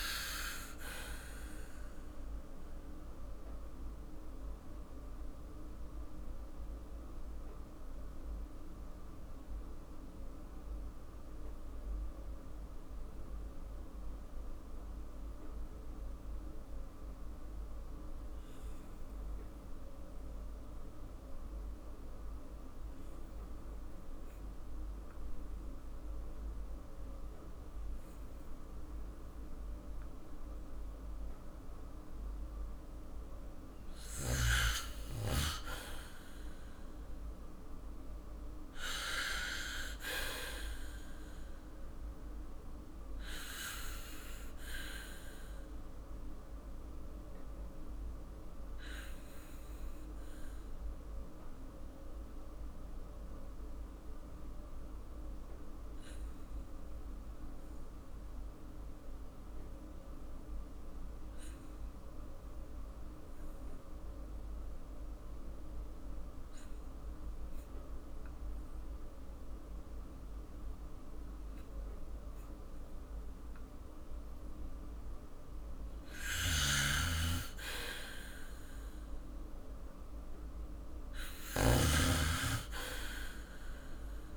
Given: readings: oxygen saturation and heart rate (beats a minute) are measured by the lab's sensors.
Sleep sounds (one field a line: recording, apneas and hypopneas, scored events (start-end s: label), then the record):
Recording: breathing in sleep by a room microphone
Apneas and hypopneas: 2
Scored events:
4.00-32.50 s: mixed apnea (oxygen 98% before, 90% lowest, heart rate 50 before, 44 extreme, up 8 after)
23.00-43.00 s: oxygen desaturation (device-marked, oxygen 97% before, 90% lowest, heart rate 47 before, 45 extreme)
36.00-40.00 s: arousal
44.50-74.00 s: obstructive apnea (oxygen 97% before, 93% lowest, heart rate 51 before, 45 extreme, up 4 after)
74.00-84.37 s: oxygen desaturation (device-marked, oxygen 98% before, 94% lowest, heart rate 48 before, 46 extreme)
76.00-81.50 s: snoring (device-marked)
76.50-80.00 s: arousal
From the record:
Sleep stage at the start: N2 (light sleep)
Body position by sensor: on the back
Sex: male